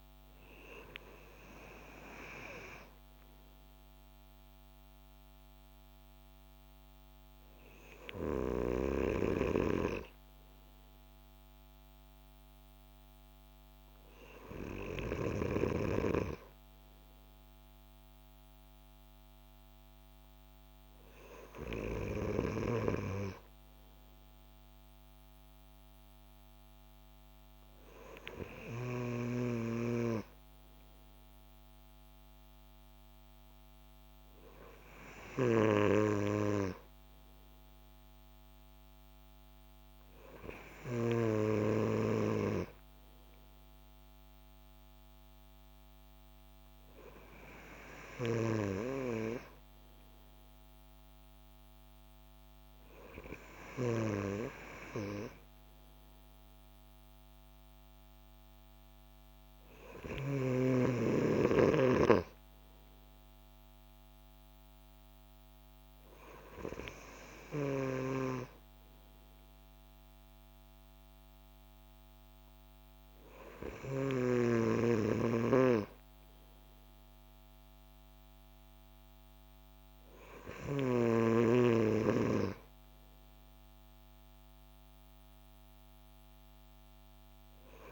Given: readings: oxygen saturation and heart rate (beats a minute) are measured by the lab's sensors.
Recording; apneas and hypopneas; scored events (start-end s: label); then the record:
breathing in sleep by a microphone on the trachea; none
none scored
From the record:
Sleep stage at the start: N2 (light sleep); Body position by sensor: on the back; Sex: male